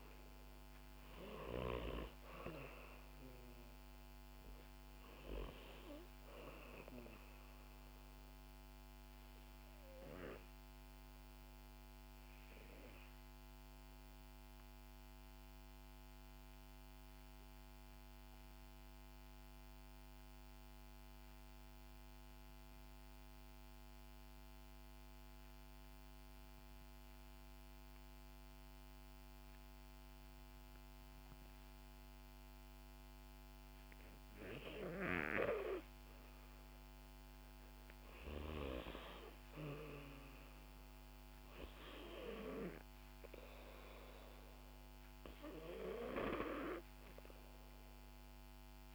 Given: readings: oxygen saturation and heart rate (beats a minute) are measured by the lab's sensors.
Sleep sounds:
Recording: breathing in sleep by a microphone on the trachea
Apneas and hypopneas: 1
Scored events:
0.00-20.50 s: oxygen desaturation (device-marked, oxygen 91% lowest, heart rate 56 extreme)
9.50-34.50 s: obstructive apnea (oxygen 98% before, 89% lowest, heart rate 65 before, 56 extreme, up 3 after)
33.50-48.95 s: oxygen desaturation (device-marked, oxygen 97% before, 89% lowest, heart rate 60 before, 58 extreme)
37.00-40.00 s: arousal
From the record:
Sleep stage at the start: N2 (light sleep)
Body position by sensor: on the back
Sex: female

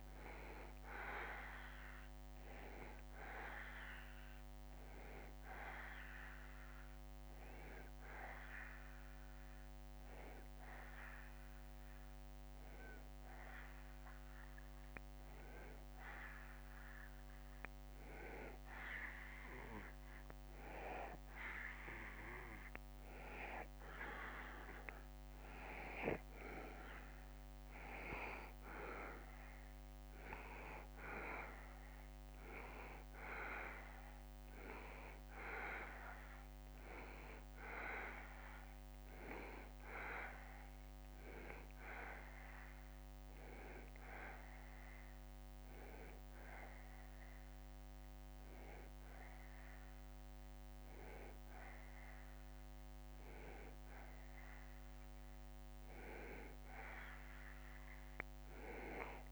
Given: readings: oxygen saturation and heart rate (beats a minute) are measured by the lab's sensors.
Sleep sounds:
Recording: breathing in sleep by a microphone on the trachea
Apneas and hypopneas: 1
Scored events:
0.00-11.50 s: oxygen desaturation (device-marked, oxygen 91% lowest, heart rate 70 extreme)
17.00-27.00 s: hypopnea (oxygen 95% before, 91% lowest, heart rate 75 before, 70 extreme, up 2 after)
28.50-51.50 s: oxygen desaturation (device-marked, oxygen 94% before, 91% lowest, heart rate 73 before, 73 extreme)
29.50-33.00 s: arousal
From the record:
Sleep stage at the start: N2 (light sleep)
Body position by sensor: on the back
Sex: male

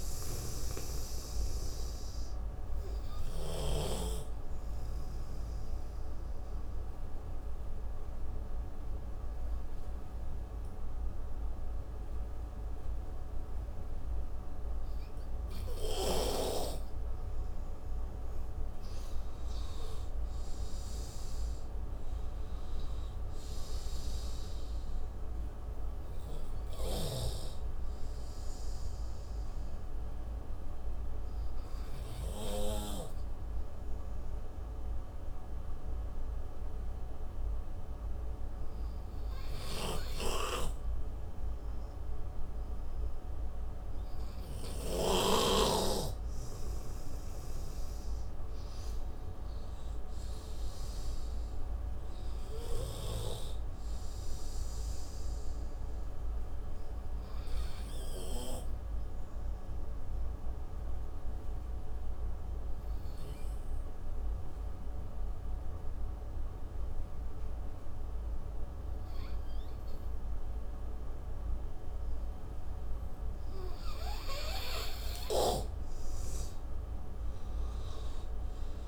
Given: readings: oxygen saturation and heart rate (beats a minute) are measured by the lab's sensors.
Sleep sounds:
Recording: breathing in sleep by a room microphone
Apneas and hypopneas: 3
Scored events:
0.00-11.00 s: oxygen desaturation (device-marked, oxygen 89% lowest)
4.50-17.50 s: central apnea (oxygen 97% before, 89% lowest)
20.50-23.50 s: arousal
21.00-41.00 s: oxygen desaturation (device-marked, oxygen 98% before, 89% lowest)
30.00-46.50 s: obstructive apnea (oxygen 98% before, 85% lowest)
47.00-71.00 s: oxygen desaturation (device-marked, oxygen 97% before, 90% lowest)
49.50-52.50 s: arousal
56.00-74.50 s: mixed apnea (oxygen 97% before, 85% lowest)
77.50-78.88 s: arousal
From the record:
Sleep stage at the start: N2 (light sleep)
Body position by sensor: on the right side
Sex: male

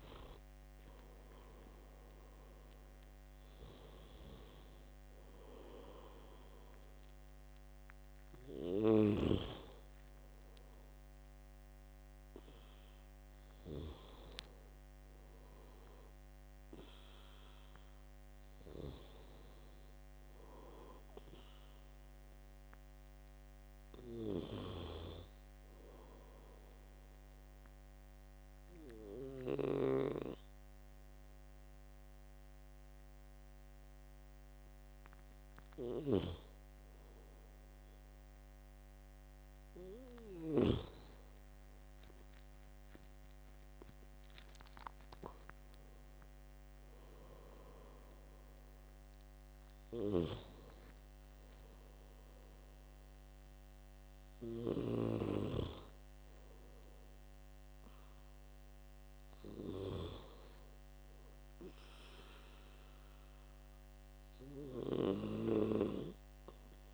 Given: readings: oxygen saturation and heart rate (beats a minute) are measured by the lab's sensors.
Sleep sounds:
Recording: breathing in sleep by a microphone on the trachea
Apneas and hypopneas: none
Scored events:
none scored
From the record:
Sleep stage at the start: N2 (light sleep)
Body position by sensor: on the back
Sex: male

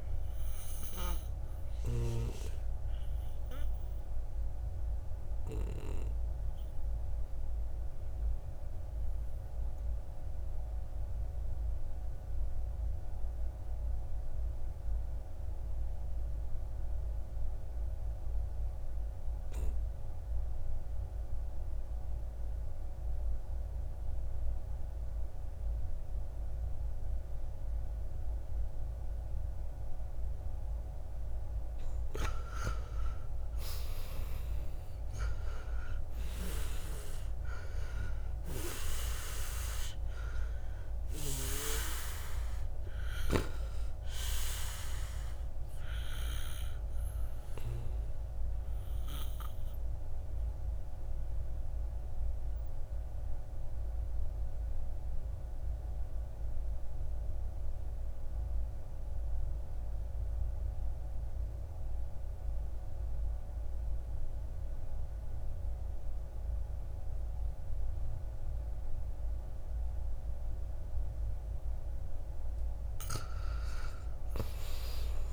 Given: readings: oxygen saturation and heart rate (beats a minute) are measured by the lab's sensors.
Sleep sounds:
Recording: breathing in sleep by a room microphone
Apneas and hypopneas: 2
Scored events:
0.00-14.00 s: oxygen desaturation (device-marked, oxygen 76% lowest, heart rate 57 extreme)
0.50-31.00 s: obstructive apnea (oxygen 97% before, 76% lowest, heart rate 67 before, 55 extreme, up 12 after)
22.00-54.00 s: oxygen desaturation (device-marked, oxygen 99% before, 76% lowest, heart rate 61 before, 53 extreme)
33.50-36.00 s: arousal
46.50-70.50 s: obstructive apnea (oxygen 98% before, 76% lowest, heart rate 69 before, 53 extreme, up 14 after)
70.00-75.33 s: oxygen desaturation (device-marked, oxygen 98% before, 83% lowest, heart rate 56 before, 55 extreme)
73.50-75.33 s: arousal
From the record:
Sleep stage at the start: N2 (light sleep)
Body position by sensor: on the back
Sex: male

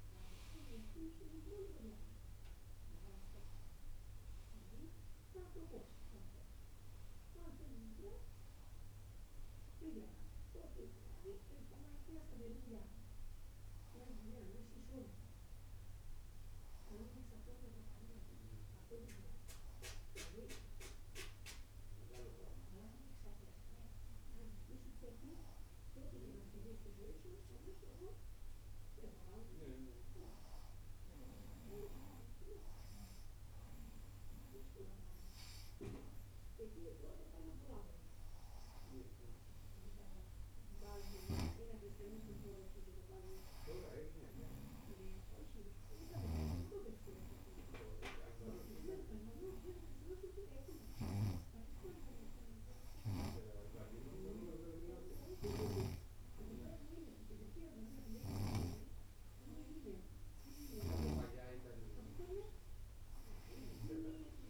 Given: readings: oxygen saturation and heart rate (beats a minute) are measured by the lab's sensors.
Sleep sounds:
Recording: breathing in sleep by a room microphone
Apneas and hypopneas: none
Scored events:
46.00-64.50 s: snoring (device-marked)
From the record:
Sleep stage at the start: N2 (light sleep)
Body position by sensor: on the right side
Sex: female

